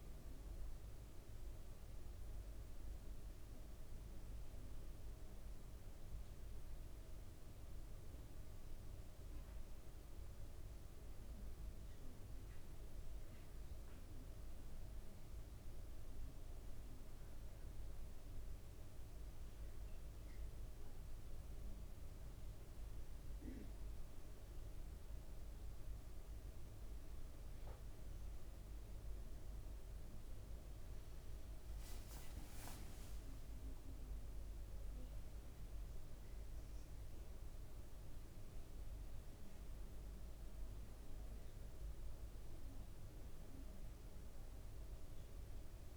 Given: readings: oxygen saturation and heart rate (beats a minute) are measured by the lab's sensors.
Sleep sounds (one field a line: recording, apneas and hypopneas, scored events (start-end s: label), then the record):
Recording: a person awake in a sleep study, hard to hear, by a room microphone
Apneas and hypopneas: none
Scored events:
32.00-33.50 s: leg movement (device-marked)
From the record:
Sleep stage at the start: awake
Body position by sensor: on the right side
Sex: male